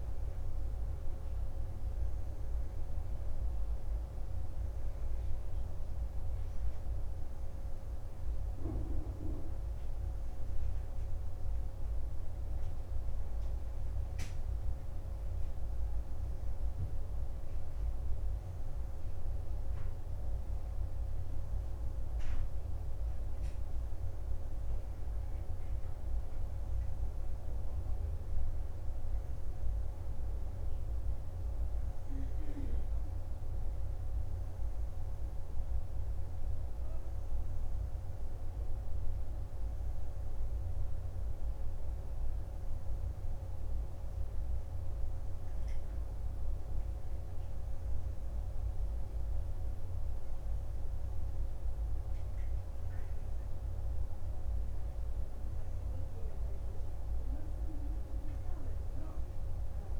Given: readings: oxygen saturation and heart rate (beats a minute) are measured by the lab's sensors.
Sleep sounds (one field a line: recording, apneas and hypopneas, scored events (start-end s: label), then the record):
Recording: breathing in sleep, hard to hear, by a room microphone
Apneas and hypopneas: none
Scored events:
none scored
From the record:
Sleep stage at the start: N2 (light sleep)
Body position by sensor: on the back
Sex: male